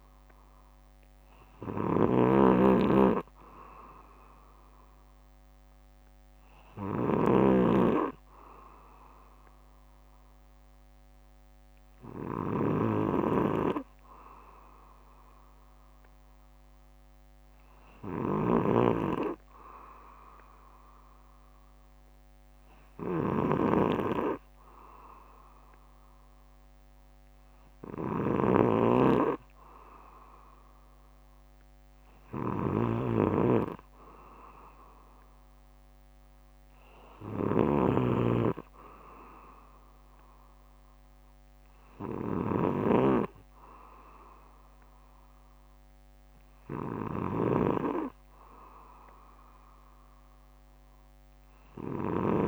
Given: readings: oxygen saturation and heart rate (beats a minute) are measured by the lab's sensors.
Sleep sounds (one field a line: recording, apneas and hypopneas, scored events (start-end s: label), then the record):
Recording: breathing in sleep by a microphone on the trachea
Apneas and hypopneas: none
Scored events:
0.00-52.47 s: snoring (device-marked)
7.00-9.00 s: bradycardia (device-marked, heart rate 62 before, 62 extreme)
11.00-13.00 s: bradycardia (device-marked, heart rate 62 before, 57 extreme)
14.00-17.00 s: bradycardia (device-marked, heart rate 62 before, 58 extreme)
19.00-21.00 s: bradycardia (device-marked, heart rate 62 before, 59 extreme)
23.00-25.00 s: bradycardia (device-marked, heart rate 62 before, 57 extreme)
32.00-39.00 s: bradycardia (device-marked, heart rate 62 before, 48 extreme)
40.00-42.00 s: bradycardia (device-marked, heart rate 61 before, 54 extreme)
49.00-51.00 s: bradycardia (device-marked, heart rate 61 before, 61 extreme)
From the record:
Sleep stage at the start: N2 (light sleep)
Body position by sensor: on the back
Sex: male